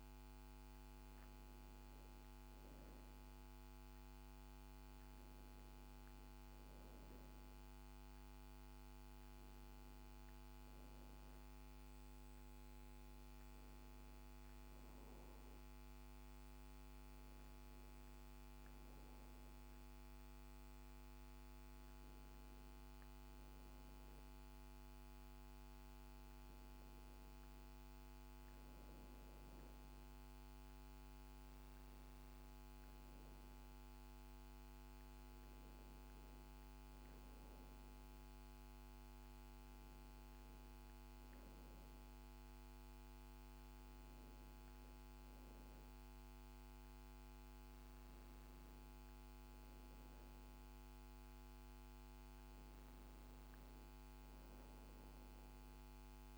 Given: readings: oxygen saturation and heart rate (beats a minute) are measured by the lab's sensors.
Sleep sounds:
breathing in sleep, hard to hear, by a microphone on the trachea; none
none scored
From the record:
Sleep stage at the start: N1 (lightest sleep); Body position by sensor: on the back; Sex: female

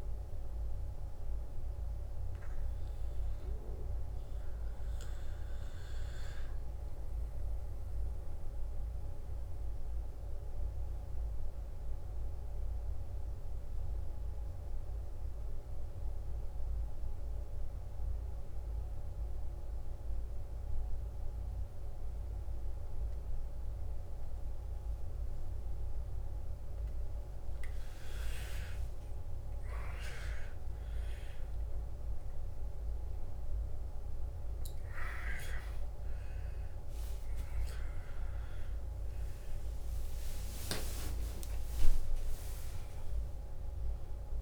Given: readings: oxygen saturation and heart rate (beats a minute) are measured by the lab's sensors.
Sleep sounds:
breathing in sleep by a room microphone; 1
0.00-9.50 s: oxygen desaturation (device-marked, oxygen 90% lowest, heart rate 58 extreme)
1.50-28.00 s: mixed apnea (oxygen 98% before, 88% lowest, heart rate 64 before, 58 extreme, up 18 after)
5.50-44.41 s: new sleep stage, N2 (light sleep)
29.00-32.50 s: arousal
30.50-44.41 s: oxygen desaturation (device-marked, oxygen 96% before, 88% lowest, heart rate 59 before, 56 extreme)
41.00-44.41 s: arousal
From the record:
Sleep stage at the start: N1 (lightest sleep); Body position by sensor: on the back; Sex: male

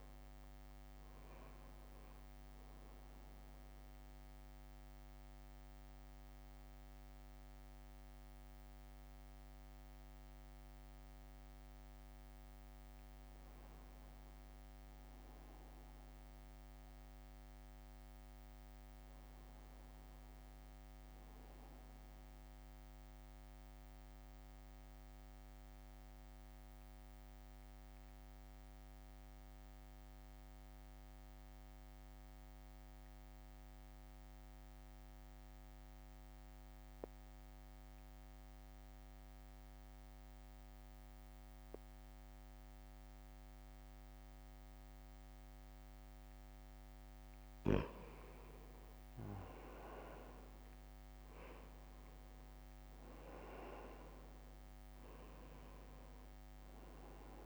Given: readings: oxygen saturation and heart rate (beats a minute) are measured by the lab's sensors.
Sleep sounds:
breathing in sleep, hard to hear, by a microphone on the trachea; 2
0.00-13.00 s: drop in pulse transit time (device-marked, heart rate 58 extreme)
2.50-12.50 s: central apnea (oxygen 96% before, 86% lowest, heart rate 62 before, 57 extreme, up 4 after)
7.00-22.00 s: oxygen desaturation (device-marked, oxygen 89% before, 86% lowest, heart rate 63 before, 57 extreme)
15.00-19.00 s: arousal
22.50-46.50 s: central apnea (oxygen 95% before, 91% lowest, heart rate 67 before, 57 extreme, up 6 after)
47.00-57.46 s: oxygen desaturation (device-marked, oxygen 98% before, 91% lowest, heart rate 62 before, 56 extreme)
49.00-53.00 s: arousal
From the record:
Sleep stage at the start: N2 (light sleep); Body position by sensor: on the right side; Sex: male

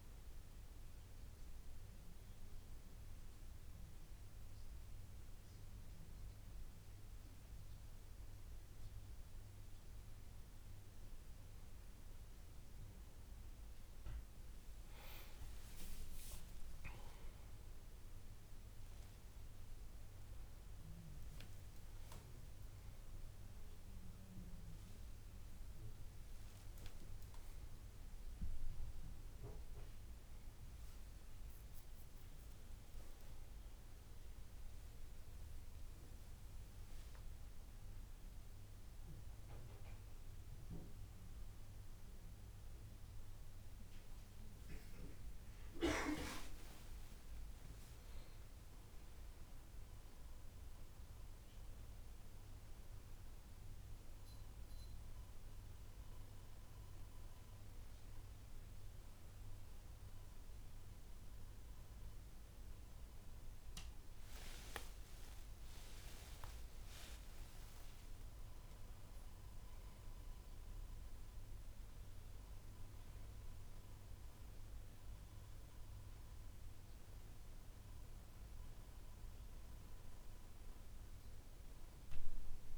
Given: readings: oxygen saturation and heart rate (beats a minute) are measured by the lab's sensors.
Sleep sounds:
breathing in sleep by a room microphone; 1
0.50-12.00 s: hypopnea (oxygen 98% before, 94% lowest, heart rate 86 before, 75 extreme, up 10 after)
16.50-20.50 s: arousal
21.00-39.00 s: oxygen desaturation (device-marked, oxygen 99% before, 94% lowest, heart rate 80 before, 75 extreme)
64.50-68.00 s: arousal
From the record:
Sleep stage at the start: N2 (light sleep); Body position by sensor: on the back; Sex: male

